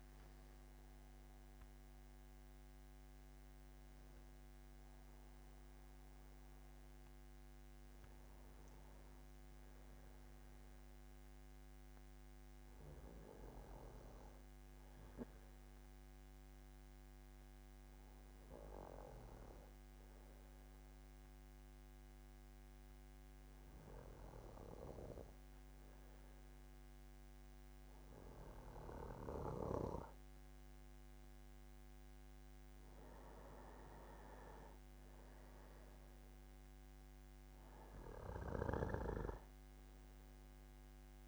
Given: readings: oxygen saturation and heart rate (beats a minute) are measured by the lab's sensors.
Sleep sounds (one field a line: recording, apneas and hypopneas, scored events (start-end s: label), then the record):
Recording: breathing in sleep by a microphone on the trachea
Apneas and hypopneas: 1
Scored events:
0.00-17.50 s: oxygen desaturation (device-marked, oxygen 93% lowest, heart rate 73 extreme)
9.50-27.00 s: hypopnea (oxygen 96% before, 94% lowest, heart rate 78 before, 73 extreme, up 4 after)
29.50-33.50 s: arousal
From the record:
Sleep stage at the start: N2 (light sleep)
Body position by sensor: on the back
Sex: male